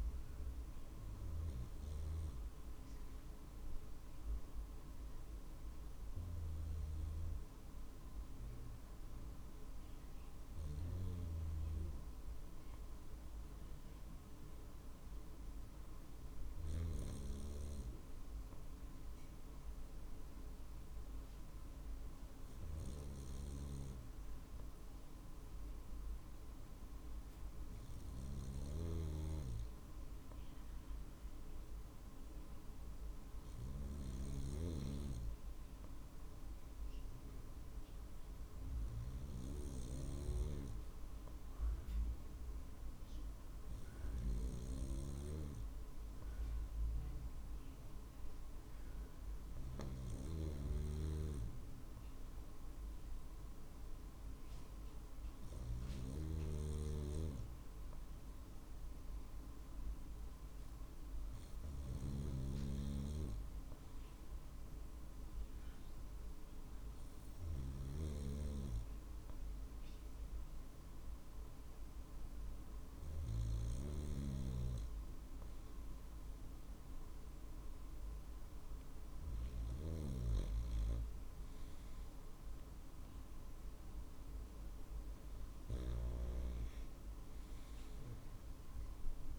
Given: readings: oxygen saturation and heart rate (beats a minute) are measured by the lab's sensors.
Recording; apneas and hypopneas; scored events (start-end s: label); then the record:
breathing in sleep by a room microphone; none
28.00-34.50 s: snoring (device-marked)
55.50-80.00 s: snoring (device-marked)
From the record:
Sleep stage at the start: N2 (light sleep); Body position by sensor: on the right side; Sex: male